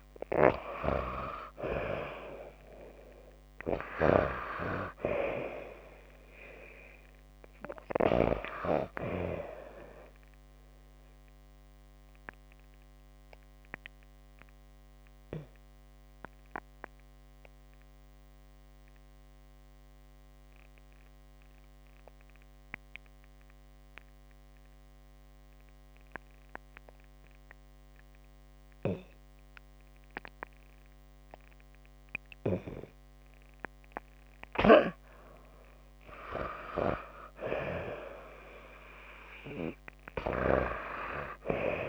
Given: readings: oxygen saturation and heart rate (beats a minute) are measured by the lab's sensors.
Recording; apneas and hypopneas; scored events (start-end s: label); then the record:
breathing in sleep by a microphone on the trachea; 1
0.00-1.50 s: arousal
0.00-12.00 s: oxygen desaturation (device-marked, oxygen 87% lowest)
11.00-32.50 s: obstructive apnea (oxygen 95% before, 86% lowest)
35.50-39.50 s: arousal
From the record:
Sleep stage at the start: N2 (light sleep); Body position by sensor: on the back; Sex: female